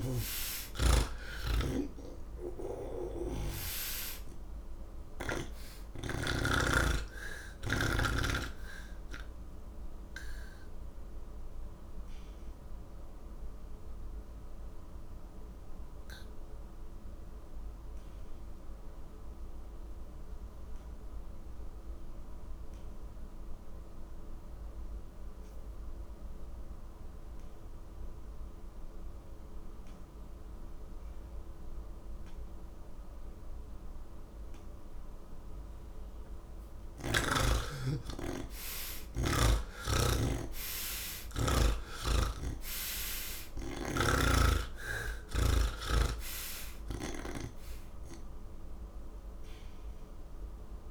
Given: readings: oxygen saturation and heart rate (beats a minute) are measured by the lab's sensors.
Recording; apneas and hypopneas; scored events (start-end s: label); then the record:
breathing in sleep by a room microphone; none
0.00-1.00 s: oxygen desaturation (device-marked, oxygen 89% lowest, heart rate 73 extreme)
1.00-5.00 s: snoring (device-marked)
3.00-27.00 s: oxygen desaturation (device-marked, oxygen 91% before, 79% lowest, heart rate 105 before, 37 extreme)
40.00-50.91 s: oxygen desaturation (device-marked, oxygen 96% before, 78% lowest)
From the record:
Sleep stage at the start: N3 (deep sleep); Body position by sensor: on the back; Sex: male